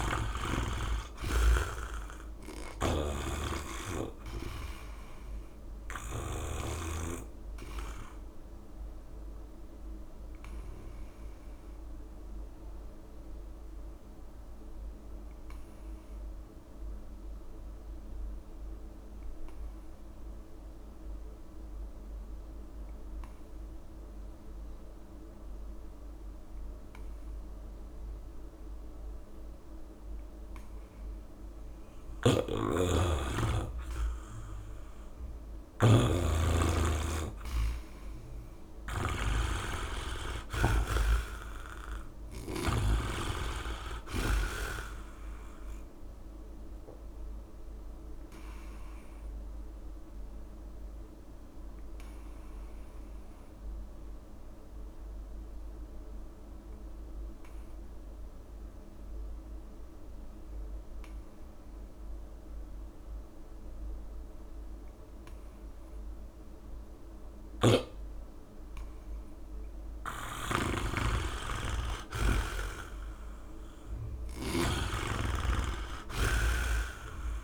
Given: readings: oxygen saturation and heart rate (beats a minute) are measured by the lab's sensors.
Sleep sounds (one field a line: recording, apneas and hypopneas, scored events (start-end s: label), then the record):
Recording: breathing in sleep by a room microphone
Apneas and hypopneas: 2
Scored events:
0.00-6.00 s: snoring (device-marked)
0.00-20.00 s: oxygen desaturation (device-marked, oxygen 79% lowest, heart rate 44 extreme)
3.50-5.50 s: long interval between heartbeats (device-marked, heart rate 60 before, 47 extreme)
9.50-34.50 s: obstructive apnea (oxygen 99% before, 79% lowest, heart rate 57 before, 46 extreme)
17.50-19.50 s: long interval between heartbeats (device-marked, heart rate 58 before, 66 extreme)
31.00-62.00 s: oxygen desaturation (device-marked, oxygen 98% before, 83% lowest, heart rate 64 before, 29 extreme)
32.00-42.50 s: snoring (device-marked)
38.50-42.00 s: arousal
39.00-41.00 s: long interval between heartbeats (device-marked, heart rate 63 before, 64 extreme)
43.00-45.00 s: long interval between heartbeats (device-marked, heart rate 64 before, 46 extreme)
49.00-69.50 s: obstructive apnea (oxygen 98% before, 79% lowest, heart rate 61 before, 29 extreme)
67.00-74.50 s: snoring (device-marked)
70.00-72.00 s: long interval between heartbeats (device-marked, heart rate 69 before, 59 extreme)
71.50-75.50 s: arousal
74.00-76.00 s: long interval between heartbeats (device-marked, heart rate 67 before, 45 extreme)
76.00-77.44 s: oxygen desaturation (device-marked, oxygen 97% before, 85% lowest, heart rate 64 before, 52 extreme)
From the record:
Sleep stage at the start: N2 (light sleep)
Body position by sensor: on the back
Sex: male